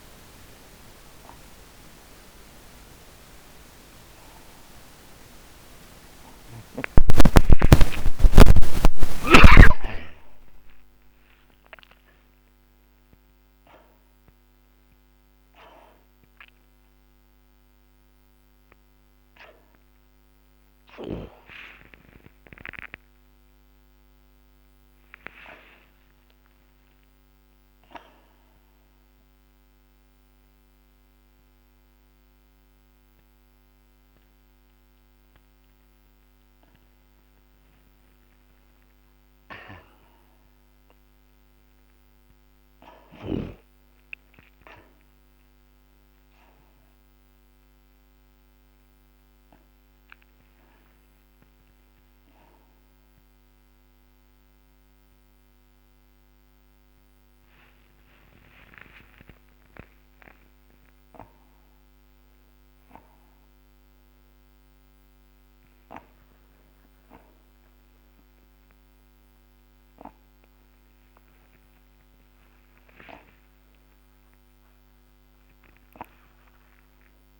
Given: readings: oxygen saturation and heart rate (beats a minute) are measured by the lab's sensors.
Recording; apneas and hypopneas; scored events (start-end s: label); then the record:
breathing in sleep by a microphone on the trachea; 1
0.00-14.50 s: oxygen desaturation (device-marked, oxygen 89% lowest)
2.00-6.50 s: arousal
16.50-25.50 s: oxygen desaturation (device-marked, oxygen 93% before, 90% lowest)
28.00-38.50 s: obstructive apnea (oxygen 93% before, 88% lowest)
40.50-45.50 s: arousal
50.50-59.50 s: oxygen desaturation (device-marked, oxygen 97% before, 90% lowest)
61.50-70.50 s: oxygen desaturation (device-marked, oxygen 96% before, 92% lowest)
From the record:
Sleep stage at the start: N2 (light sleep); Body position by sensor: on the back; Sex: male